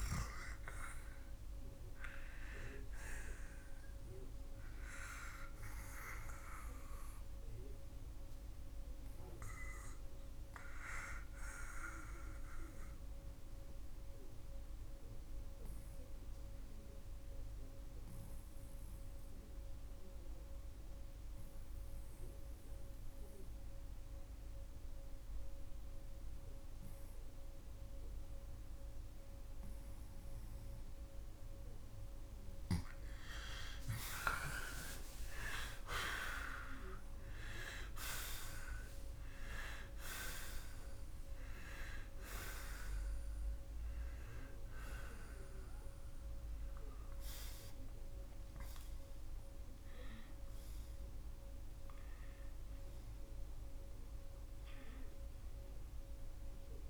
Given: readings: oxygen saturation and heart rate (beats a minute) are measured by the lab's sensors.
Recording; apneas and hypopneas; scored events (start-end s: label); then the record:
breathing in sleep by a room microphone; 1
0.00-1.00 s: oxygen desaturation (device-marked, oxygen 84% lowest, heart rate 71 extreme)
10.00-33.00 s: oxygen desaturation (device-marked, oxygen 94% before, 87% lowest, heart rate 80 before, 69 extreme)
14.50-31.50 s: obstructive apnea (oxygen 94% before, 81% lowest, heart rate 81 before, 69 extreme, up 49 after)
34.50-40.00 s: arousal
From the record:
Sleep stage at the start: N2 (light sleep); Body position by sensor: on the left side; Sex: male